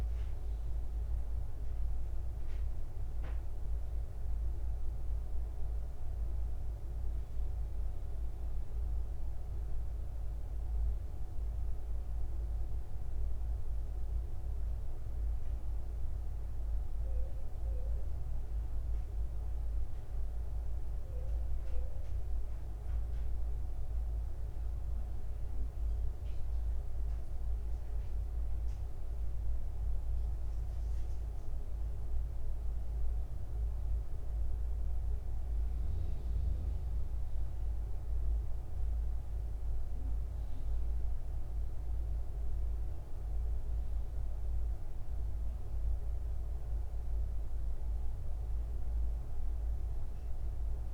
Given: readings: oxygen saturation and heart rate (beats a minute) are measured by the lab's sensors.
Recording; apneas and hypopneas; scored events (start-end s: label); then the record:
a person awake in a sleep study, hard to hear, by a room microphone; none
30.00-50.93 s: new sleep stage, N1 (lightest sleep)
From the record:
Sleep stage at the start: awake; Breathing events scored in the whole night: 12 in 4.4 hours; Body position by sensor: upright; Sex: male